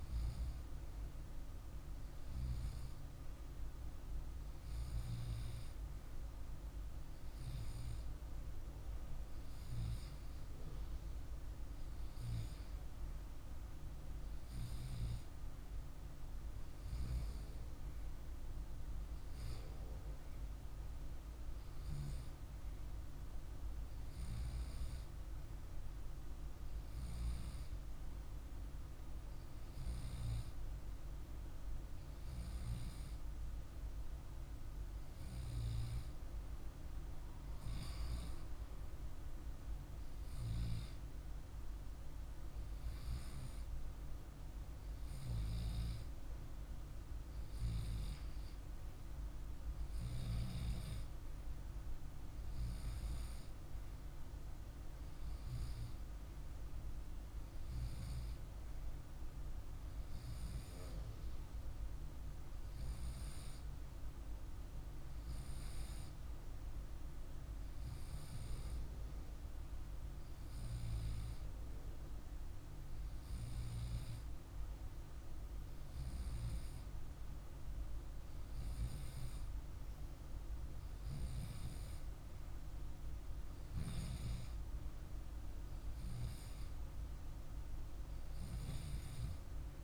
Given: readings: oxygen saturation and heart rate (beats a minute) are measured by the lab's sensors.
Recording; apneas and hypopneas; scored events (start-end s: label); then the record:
breathing in sleep, hard to hear, by a room microphone; none
none scored
From the record:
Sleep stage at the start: N2 (light sleep); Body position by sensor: on the left side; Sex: male